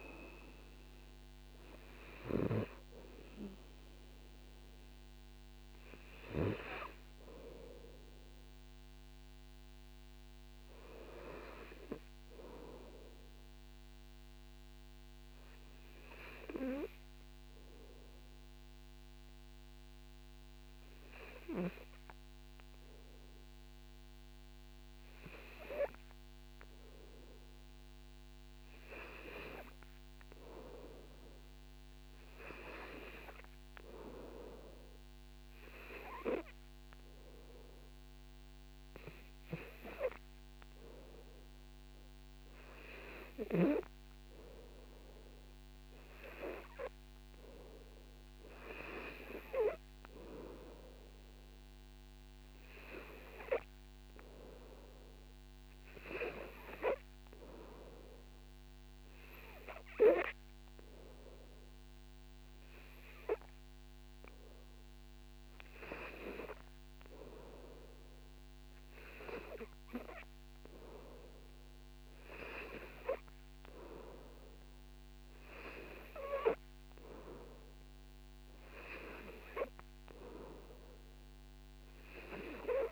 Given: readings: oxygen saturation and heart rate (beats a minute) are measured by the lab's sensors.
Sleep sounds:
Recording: breathing in sleep by a microphone on the trachea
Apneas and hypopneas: 1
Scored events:
0.00-9.00 s: oxygen desaturation (device-marked, oxygen 93% lowest, heart rate 54 extreme)
15.00-26.00 s: obstructive apnea (oxygen 99% before, 91% lowest, heart rate 61 before, 55 extreme, up 2 after)
27.50-30.50 s: arousal
40.00-62.00 s: oxygen desaturation (device-marked, oxygen 98% before, 91% lowest, heart rate 57 before, 54 extreme)
From the record:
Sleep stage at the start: N2 (light sleep)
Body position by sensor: on the back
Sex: male

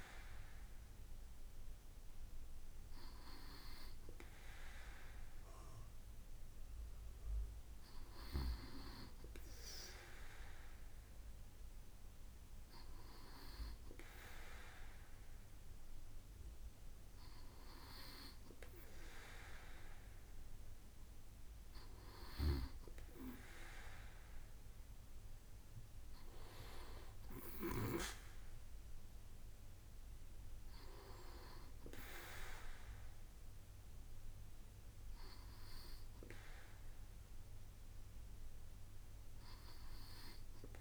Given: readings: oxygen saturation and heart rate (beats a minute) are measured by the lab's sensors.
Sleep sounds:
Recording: breathing in sleep by a room microphone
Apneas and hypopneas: none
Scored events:
none scored
From the record:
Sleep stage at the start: N2 (light sleep)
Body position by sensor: on the right side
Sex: male

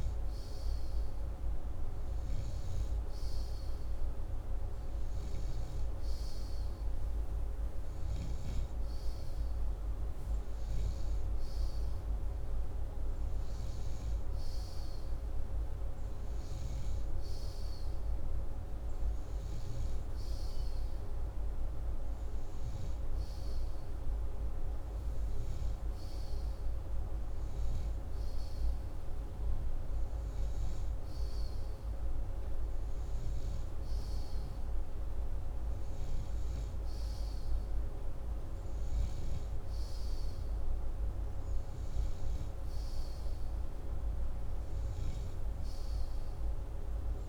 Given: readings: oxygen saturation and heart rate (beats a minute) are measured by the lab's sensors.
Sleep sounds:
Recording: breathing in sleep, hard to hear, by a room microphone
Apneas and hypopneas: none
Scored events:
none scored
From the record:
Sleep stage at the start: N2 (light sleep)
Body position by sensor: upright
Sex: male

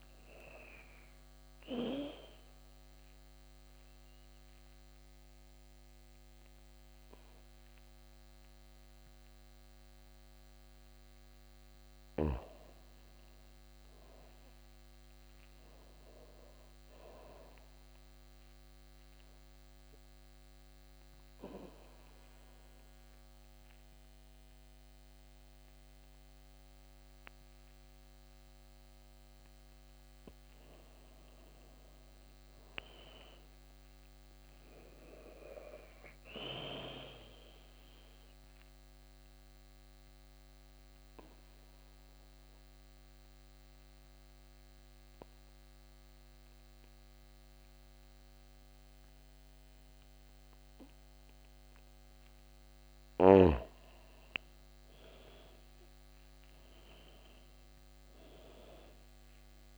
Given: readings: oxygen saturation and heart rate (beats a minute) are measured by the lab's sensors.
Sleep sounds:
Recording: breathing in sleep by a microphone on the trachea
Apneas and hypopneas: 3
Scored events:
0.50-15.50 s: oxygen desaturation (device-marked, oxygen 96% before, 89% lowest, heart rate 77 before, 75 extreme)
1.50-11.50 s: obstructive apnea (oxygen 97% before, 87% lowest, heart rate 77 before, 75 extreme, up 2 after)
13.50-16.50 s: arousal
18.00-29.00 s: obstructive apnea (oxygen 97% before, 87% lowest, heart rate 78 before, 75 extreme, up 0 after)
22.50-32.50 s: oxygen desaturation (device-marked, oxygen 97% before, 91% lowest, heart rate 78 before, 75 extreme)
30.50-34.00 s: arousal
37.00-51.50 s: obstructive apnea (oxygen 97% before, 87% lowest, heart rate 78 before, 77 extreme, up 0 after)
38.50-51.50 s: oxygen desaturation (device-marked, oxygen 95% before, 88% lowest, heart rate 77 before, 77 extreme)
54.00-57.50 s: arousal
From the record:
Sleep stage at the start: N2 (light sleep)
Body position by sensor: on the back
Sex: female

